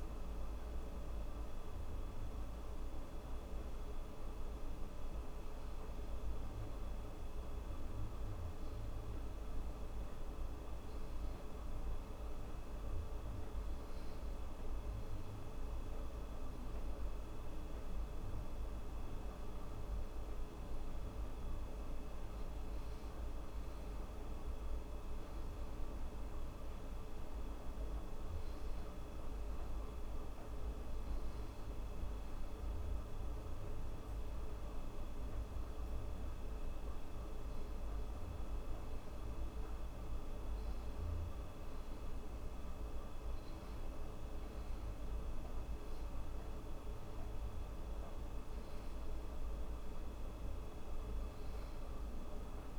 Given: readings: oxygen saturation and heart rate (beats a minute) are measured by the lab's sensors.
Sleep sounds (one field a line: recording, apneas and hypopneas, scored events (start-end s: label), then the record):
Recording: breathing in sleep, hard to hear, by a room microphone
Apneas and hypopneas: none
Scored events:
none scored
From the record:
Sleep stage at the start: N2 (light sleep)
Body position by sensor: on the back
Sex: female